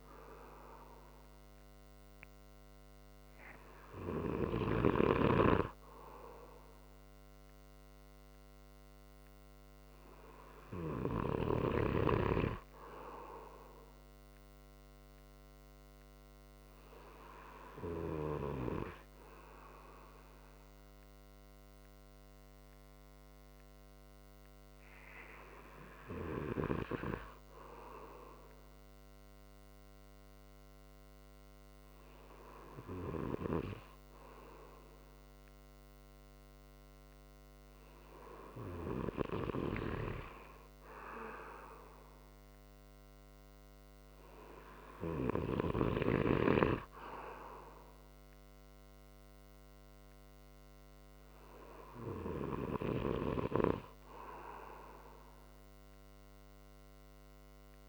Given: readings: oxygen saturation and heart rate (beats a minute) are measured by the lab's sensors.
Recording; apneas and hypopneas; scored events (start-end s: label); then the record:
breathing in sleep by a microphone on the trachea; none
none scored
From the record:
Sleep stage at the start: N2 (light sleep); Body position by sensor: on the right side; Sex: male